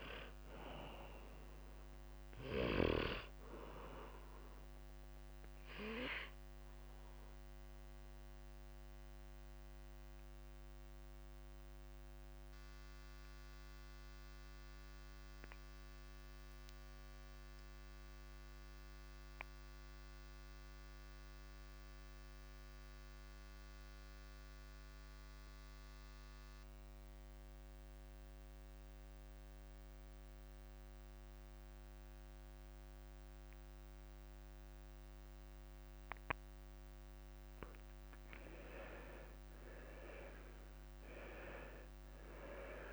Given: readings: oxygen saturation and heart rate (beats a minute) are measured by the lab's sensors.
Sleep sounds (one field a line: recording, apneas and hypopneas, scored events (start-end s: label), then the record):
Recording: breathing in sleep by a microphone on the trachea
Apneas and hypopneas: 1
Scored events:
0.00-20.00 s: oxygen desaturation (device-marked, oxygen 83% lowest, heart rate 37 extreme)
6.00-8.00 s: long interval between heartbeats (device-marked, heart rate 50 before, 91 extreme)
6.50-38.50 s: mixed apnea (oxygen 91% before, 83% lowest, heart rate 50 before, 51 extreme, up 3 after)
38.00-42.93 s: oxygen desaturation (device-marked, oxygen 98% before, 87% lowest, heart rate 55 before, 51 extreme)
40.00-42.93 s: arousal
From the record:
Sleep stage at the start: N2 (light sleep)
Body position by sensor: on the left side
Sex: male